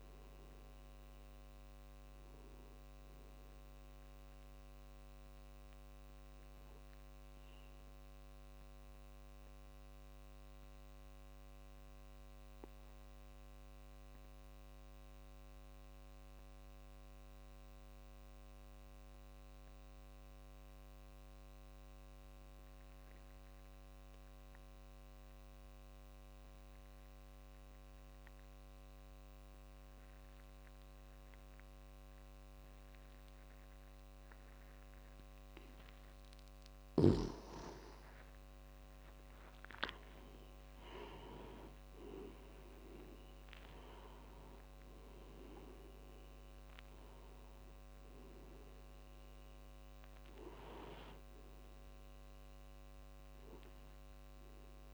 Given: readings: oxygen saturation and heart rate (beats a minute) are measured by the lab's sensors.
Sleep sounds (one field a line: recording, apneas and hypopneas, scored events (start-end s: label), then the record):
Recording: breathing in sleep by a microphone on the trachea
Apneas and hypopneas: 1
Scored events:
0.00-15.00 s: oxygen desaturation (device-marked, oxygen 89% lowest)
8.50-36.00 s: obstructive apnea (oxygen 97% before, 88% lowest)
32.00-54.94 s: oxygen desaturation (device-marked, oxygen 98% before, 88% lowest)
37.00-41.00 s: arousal
From the record:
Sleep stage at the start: N2 (light sleep)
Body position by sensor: on the back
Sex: male